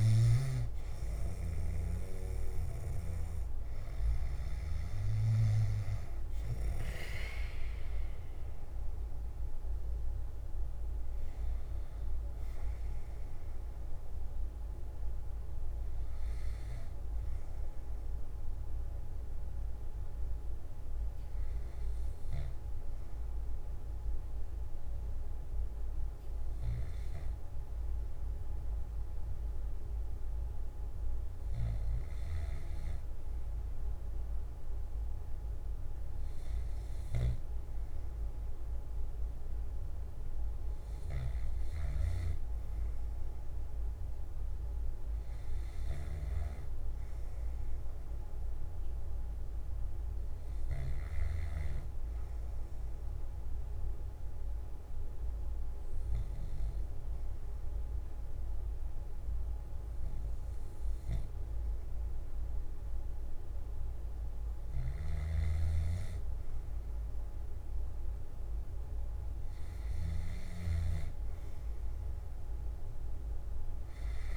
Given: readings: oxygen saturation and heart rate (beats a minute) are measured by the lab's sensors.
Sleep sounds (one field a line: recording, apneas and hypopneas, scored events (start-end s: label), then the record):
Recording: breathing in sleep, hard to hear, by a room microphone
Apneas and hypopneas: 1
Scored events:
55.00-66.00 s: hypopnea (oxygen 99% before, 96% lowest, heart rate 61 before, 61 extreme, up 1 after)
From the record:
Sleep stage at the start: N2 (light sleep)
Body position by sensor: on the left side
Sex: male